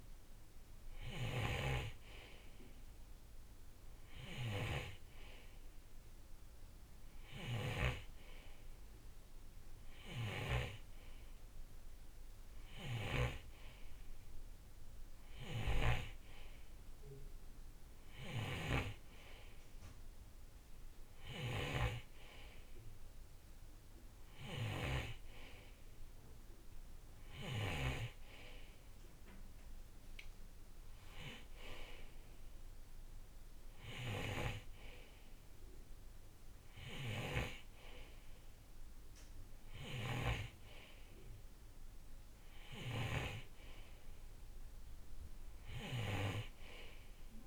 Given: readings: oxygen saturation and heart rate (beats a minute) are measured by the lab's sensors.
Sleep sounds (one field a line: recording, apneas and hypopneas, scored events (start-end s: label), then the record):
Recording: breathing in sleep by a room microphone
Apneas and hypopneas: none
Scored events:
1.00-8.00 s: snoring (device-marked)
10.00-13.50 s: snoring (device-marked)
15.50-28.00 s: snoring (device-marked)
37.00-47.47 s: snoring (device-marked)
From the record:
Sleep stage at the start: N2 (light sleep)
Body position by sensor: on the right side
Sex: male